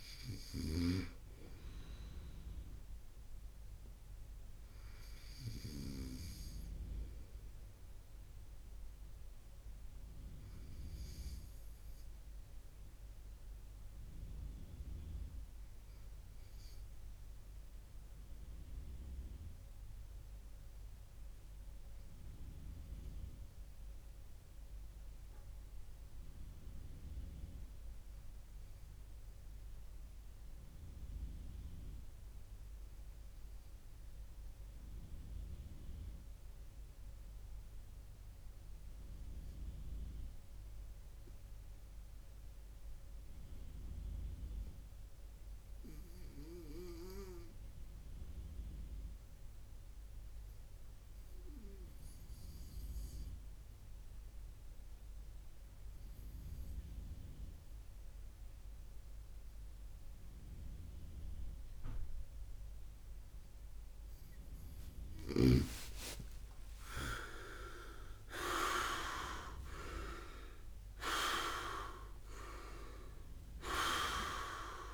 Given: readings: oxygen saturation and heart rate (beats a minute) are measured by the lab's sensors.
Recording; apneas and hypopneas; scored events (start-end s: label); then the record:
breathing in sleep by a room microphone; 1
10.50-64.50 s: obstructive apnea (oxygen 97% before, 94% lowest, heart rate 63 before, 55 extreme, up 44 after)
29.50-74.94 s: new sleep stage, REM sleep
61.50-74.94 s: oxygen desaturation (device-marked, oxygen 97% before, 94% lowest, heart rate 62 before, 62 extreme)
65.50-70.00 s: arousal
From the record:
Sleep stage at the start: N2 (light sleep); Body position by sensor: on the right side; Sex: male